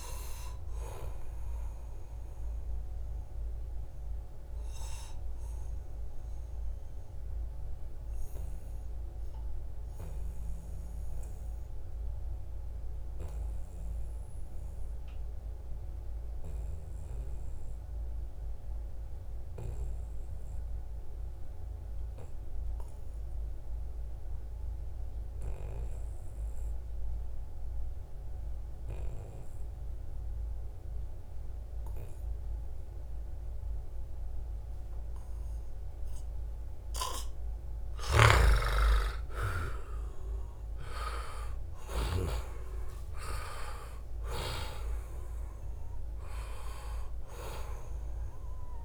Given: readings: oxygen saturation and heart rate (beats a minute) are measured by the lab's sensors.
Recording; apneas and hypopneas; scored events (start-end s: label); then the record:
breathing in sleep by a room microphone; 1
0.00-13.00 s: oxygen desaturation (device-marked, oxygen 87% lowest, heart rate 67 extreme)
3.00-36.50 s: obstructive apnea (oxygen 97% before, 87% lowest, heart rate 74 before, 66 extreme, up 7 after)
30.00-48.85 s: oxygen desaturation (device-marked, oxygen 97% before, 87% lowest, heart rate 71 before, 66 extreme)
37.50-42.00 s: snoring (device-marked)
38.00-42.00 s: arousal
From the record:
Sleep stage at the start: N2 (light sleep); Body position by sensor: on the back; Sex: male